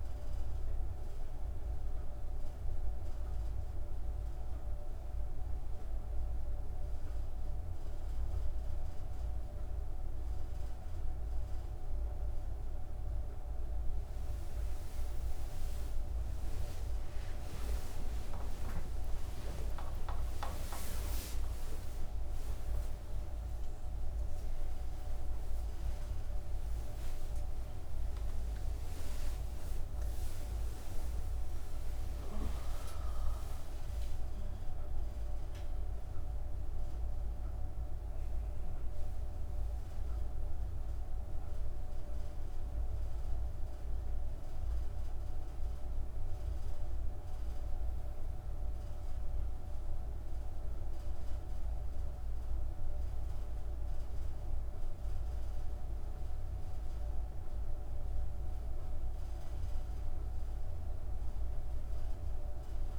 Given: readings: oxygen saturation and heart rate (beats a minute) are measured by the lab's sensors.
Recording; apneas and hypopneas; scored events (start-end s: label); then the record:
a person partly awake in a sleep study, hard to hear, by a room microphone; none
28.50-62.99 s: new sleep stage, N1 (lightest sleep)
From the record:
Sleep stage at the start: awake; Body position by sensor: on the back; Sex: female